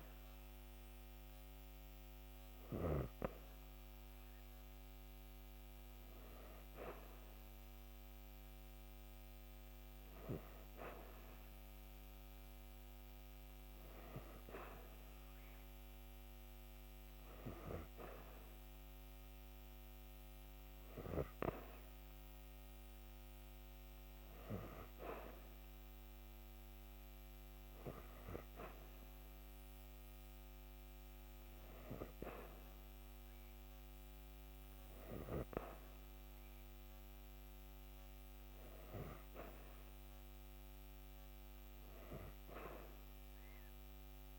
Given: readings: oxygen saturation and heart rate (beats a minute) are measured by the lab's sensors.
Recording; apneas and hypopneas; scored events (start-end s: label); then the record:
breathing in sleep by a microphone on the trachea; none
none scored
From the record:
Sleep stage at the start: N3 (deep sleep); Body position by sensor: on the back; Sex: female